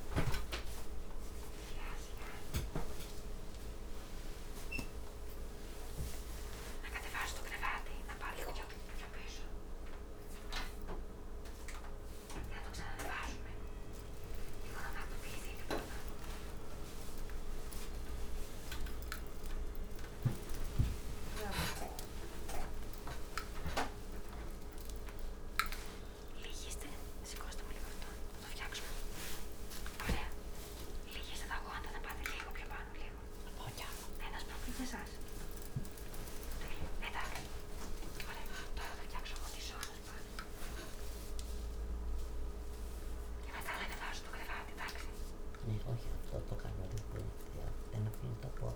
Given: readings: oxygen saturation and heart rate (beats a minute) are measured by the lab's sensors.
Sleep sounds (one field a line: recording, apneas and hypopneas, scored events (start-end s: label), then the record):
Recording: a person awake in a sleep study, by a room microphone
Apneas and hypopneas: none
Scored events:
none scored
From the record:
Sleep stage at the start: awake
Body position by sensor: on the back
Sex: female